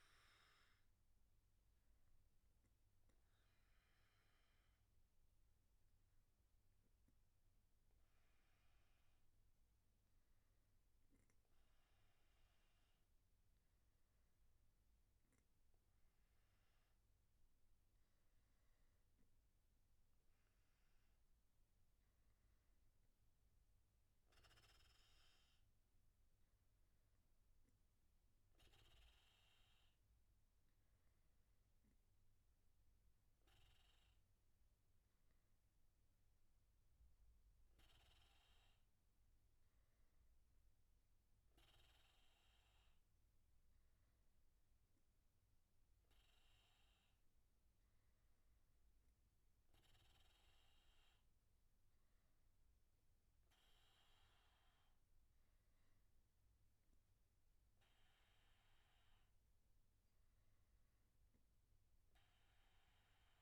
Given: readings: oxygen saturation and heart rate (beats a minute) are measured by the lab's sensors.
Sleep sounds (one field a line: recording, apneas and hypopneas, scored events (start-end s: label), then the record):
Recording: breathing in sleep, hard to hear, by a room microphone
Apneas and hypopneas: none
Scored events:
none scored
From the record:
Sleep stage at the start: N1 (lightest sleep)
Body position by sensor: on the back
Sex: male